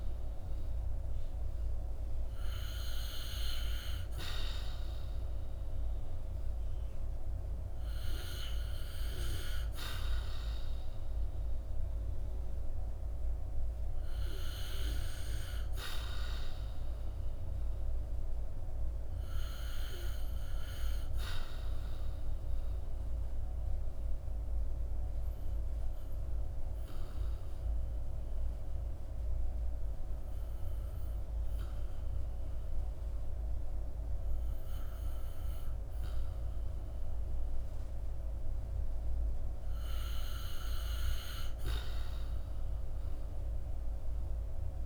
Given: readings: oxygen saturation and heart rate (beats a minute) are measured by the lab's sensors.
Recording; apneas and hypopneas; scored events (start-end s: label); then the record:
breathing in sleep by a room microphone; 1
22.50-39.50 s: obstructive apnea (oxygen 93% before, 90% lowest, heart rate 60 before, 54 extreme, up 9 after)
From the record:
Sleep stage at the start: REM sleep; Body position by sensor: on the back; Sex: male